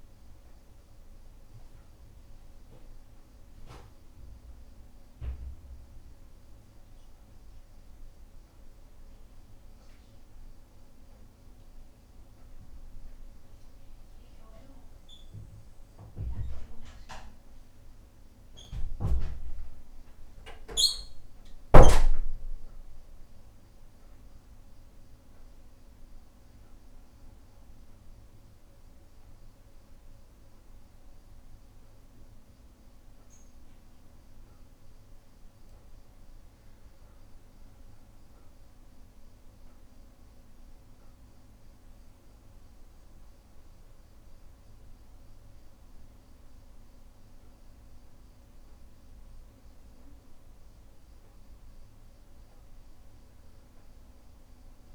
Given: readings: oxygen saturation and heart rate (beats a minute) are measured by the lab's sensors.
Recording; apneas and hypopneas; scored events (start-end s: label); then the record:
a person awake in a sleep study, by a room microphone; none
34.00-54.95 s: new sleep stage, N1 (lightest sleep)
From the record:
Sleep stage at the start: awake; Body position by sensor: on the back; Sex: male